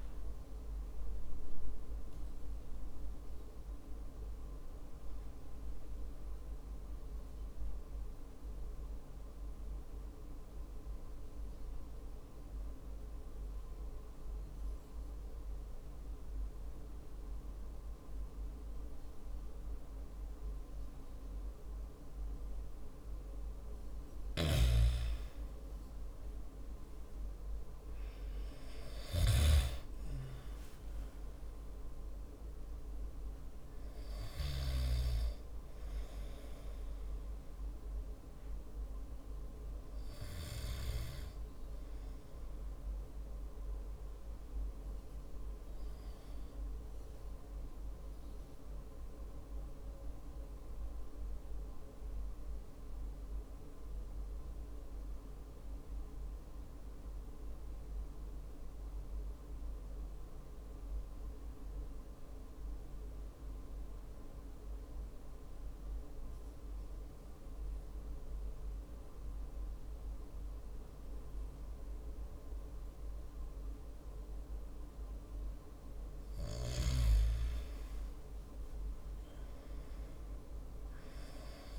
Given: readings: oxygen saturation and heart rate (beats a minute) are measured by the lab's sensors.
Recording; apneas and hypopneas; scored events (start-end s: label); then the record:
breathing in sleep, hard to hear, by a room microphone; 2
3.50-22.50 s: obstructive apnea (oxygen 97% before, 94% lowest, heart rate 57 before, 51 extreme, up 13 after)
24.00-29.50 s: snoring (device-marked)
28.00-32.00 s: arousal
49.50-74.00 s: mixed apnea (oxygen 96% before, 94% lowest, heart rate 56 before, 52 extreme, up 9 after)
76.00-78.50 s: arousal
From the record:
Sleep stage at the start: N2 (light sleep); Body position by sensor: on the back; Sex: male